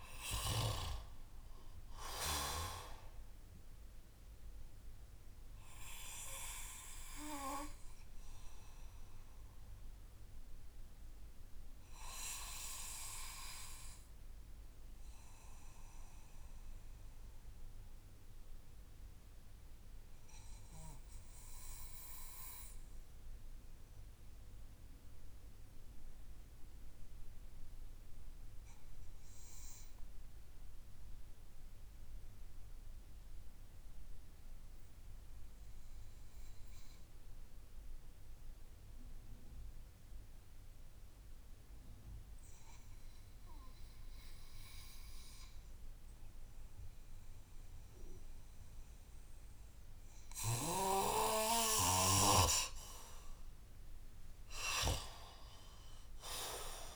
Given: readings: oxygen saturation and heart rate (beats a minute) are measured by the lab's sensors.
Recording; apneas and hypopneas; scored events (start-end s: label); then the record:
breathing in sleep by a room microphone; 1
4.50-52.50 s: obstructive apnea (oxygen 98% before, 90% lowest)
54.00-56.96 s: arousal
From the record:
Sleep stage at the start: N2 (light sleep); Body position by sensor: on the back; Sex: male